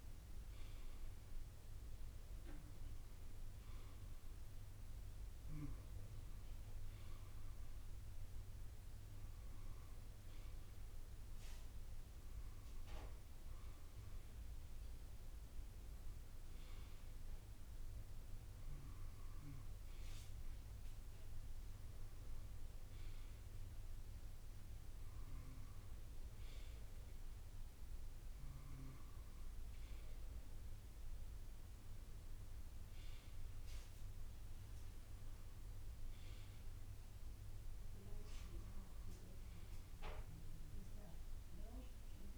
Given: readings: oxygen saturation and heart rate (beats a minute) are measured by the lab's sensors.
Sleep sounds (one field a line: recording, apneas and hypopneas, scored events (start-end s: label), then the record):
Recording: breathing in sleep, hard to hear, by a room microphone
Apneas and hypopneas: none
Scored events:
none scored
From the record:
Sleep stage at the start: N2 (light sleep)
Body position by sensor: on the right side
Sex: male